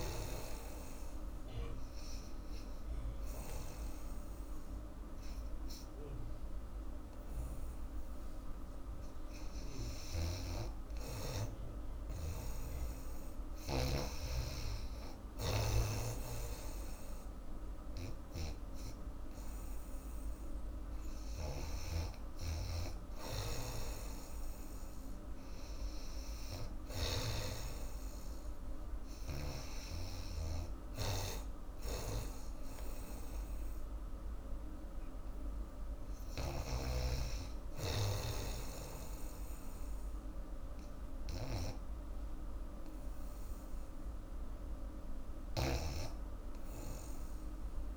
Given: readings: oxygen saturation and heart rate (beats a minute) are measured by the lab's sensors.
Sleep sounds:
breathing in sleep by a room microphone; 1
0.50-12.00 s: hypopnea (oxygen 97% before, 91% lowest, heart rate 91 before, 76 extreme, up 10 after)
10.00-14.00 s: snoring (device-marked)
12.50-16.00 s: arousal
21.50-30.50 s: snoring (device-marked)
23.50-31.50 s: oxygen desaturation (device-marked, oxygen 97% before, 93% lowest, heart rate 81 before, 69 extreme)
45.50-47.97 s: snoring (device-marked)
From the record:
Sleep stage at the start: N2 (light sleep); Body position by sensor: on the back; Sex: female

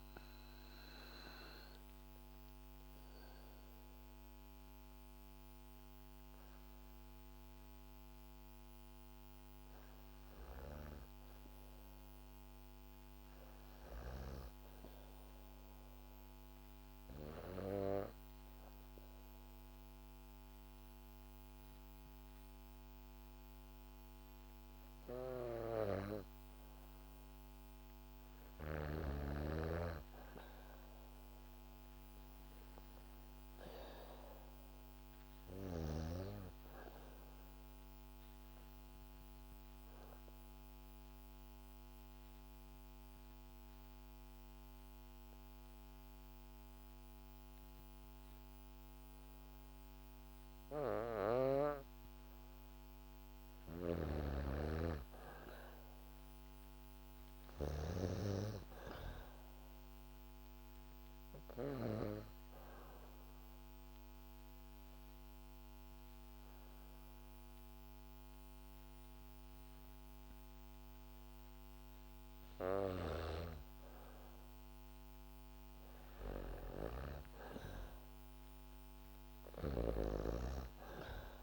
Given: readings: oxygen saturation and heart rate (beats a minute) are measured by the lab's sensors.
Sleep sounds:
breathing in sleep by a microphone on the trachea; 3
0.00-8.50 s: oxygen desaturation (device-marked, oxygen 89% lowest, heart rate 65 extreme)
16.00-27.50 s: obstructive apnea (oxygen 98% before, 92% lowest, heart rate 75 before, 65 extreme, up 2 after)
31.00-34.50 s: arousal
33.50-50.50 s: oxygen desaturation (device-marked, oxygen 96% before, 92% lowest, heart rate 67 before, 63 extreme)
38.50-52.50 s: obstructive apnea (oxygen 98% before, 92% lowest, heart rate 67 before, 63 extreme, up 4 after)
50.50-61.50 s: snoring (device-marked)
55.50-59.00 s: arousal
55.50-74.50 s: oxygen desaturation (device-marked, oxygen 98% before, 93% lowest, heart rate 67 before, 63 extreme)
61.50-73.50 s: obstructive apnea (oxygen 98% before, 92% lowest, heart rate 67 before, 63 extreme, up 7 after)
76.00-79.50 s: arousal
From the record:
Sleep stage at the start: N2 (light sleep); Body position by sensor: on the back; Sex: female

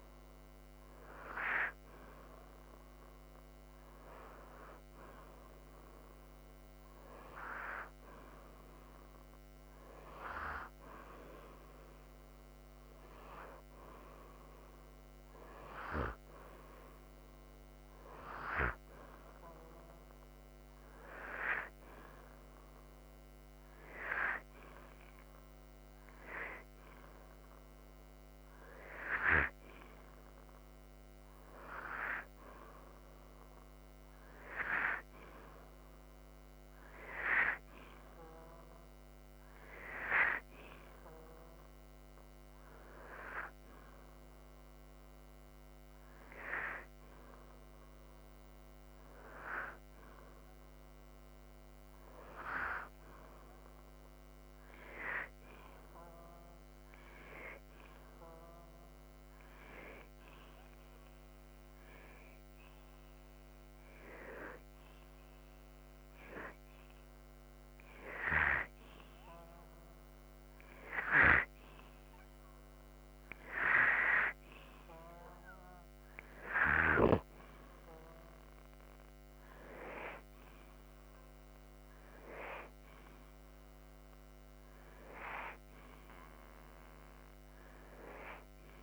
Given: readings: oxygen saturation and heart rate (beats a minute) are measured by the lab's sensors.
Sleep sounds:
breathing in sleep by a microphone on the trachea; none
63.00-66.50 s: arousal
From the record:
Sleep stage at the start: N2 (light sleep); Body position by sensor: upright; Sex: male

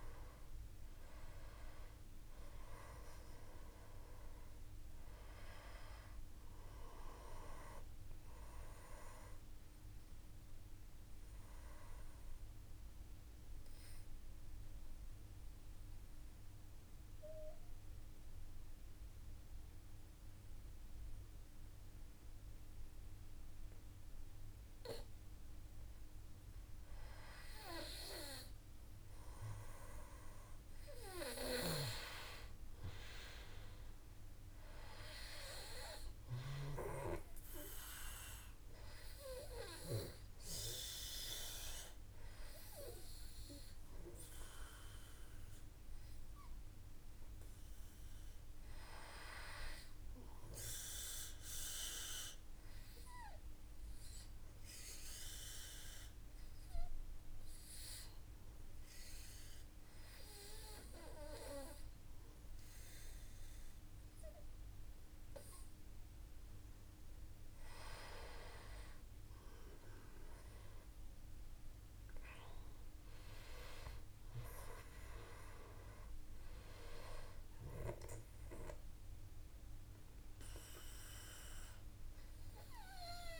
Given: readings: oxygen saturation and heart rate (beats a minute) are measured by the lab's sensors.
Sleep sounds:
breathing in sleep by a room microphone; 2
0.00-2.00 s: oxygen desaturation (device-marked, oxygen 93% lowest, heart rate 54 extreme)
7.00-24.00 s: obstructive apnea (oxygen 98% before, 91% lowest, heart rate 62 before, 52 extreme, up 0 after)
9.00-19.00 s: oxygen desaturation (device-marked, oxygen 94% before, 91% lowest, heart rate 62 before, 53 extreme)
26.00-29.50 s: arousal
35.00-57.00 s: oxygen desaturation (device-marked, oxygen 98% before, 93% lowest, heart rate 55 before, 52 extreme)
50.00-64.50 s: obstructive apnea (oxygen 98% before, 93% lowest, heart rate 54 before, 52 extreme, up 5 after)
68.00-72.50 s: arousal
From the record:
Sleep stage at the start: N2 (light sleep); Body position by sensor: on the back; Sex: male

